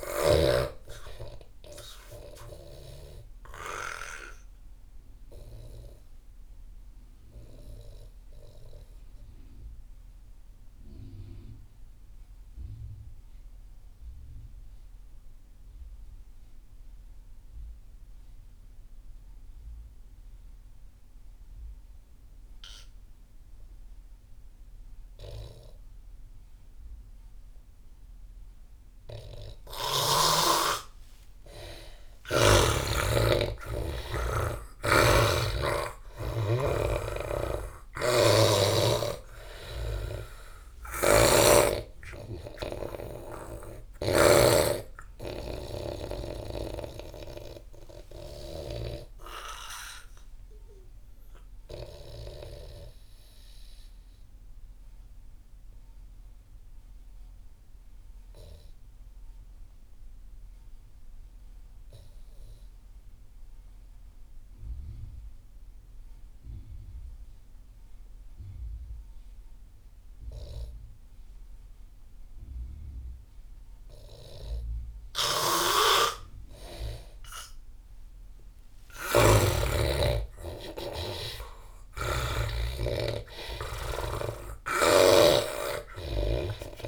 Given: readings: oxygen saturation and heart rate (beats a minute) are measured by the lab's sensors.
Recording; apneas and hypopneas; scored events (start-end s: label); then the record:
breathing in sleep by a room microphone; 2
0.00-7.00 s: oxygen desaturation (device-marked, oxygen 84% lowest)
5.00-31.50 s: mixed apnea (oxygen 98% before, 82% lowest)
24.00-53.00 s: oxygen desaturation (device-marked, oxygen 98% before, 82% lowest)
33.00-37.50 s: arousal
35.00-41.50 s: snoring (device-marked)
47.50-76.00 s: obstructive apnea (oxygen 98% before, 84% lowest)
71.00-86.88 s: oxygen desaturation (device-marked, oxygen 98% before, 84% lowest)
75.50-79.50 s: snoring (device-marked)
76.50-81.00 s: arousal
84.00-86.88 s: snoring (device-marked)
From the record:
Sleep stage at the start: N2 (light sleep); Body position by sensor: on the back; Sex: male